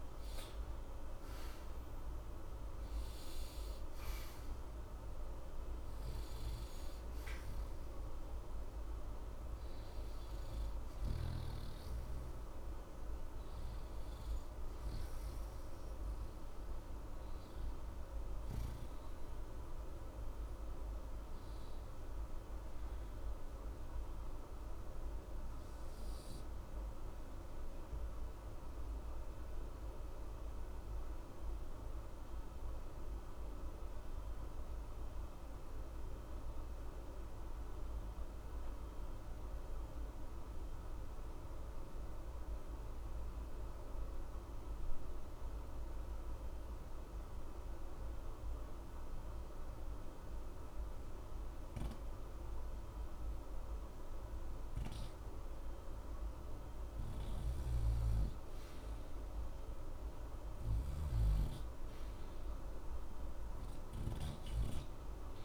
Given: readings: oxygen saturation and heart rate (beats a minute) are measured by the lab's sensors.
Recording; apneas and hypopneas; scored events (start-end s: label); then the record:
breathing in sleep, hard to hear, by a room microphone; 1
8.00-26.00 s: oxygen desaturation (device-marked, oxygen 86% before, 81% lowest, heart rate 61 before, 60 extreme)
27.00-54.50 s: obstructive apnea (oxygen 95% before, 84% lowest, heart rate 60 before, 60 extreme, up 0 after)
54.00-65.44 s: oxygen desaturation (device-marked, oxygen 96% before, 84% lowest, heart rate 60 before, 60 extreme)
57.00-61.00 s: arousal
59.00-65.44 s: new sleep stage, REM sleep
From the record:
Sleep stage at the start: N2 (light sleep); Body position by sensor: on the right side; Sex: male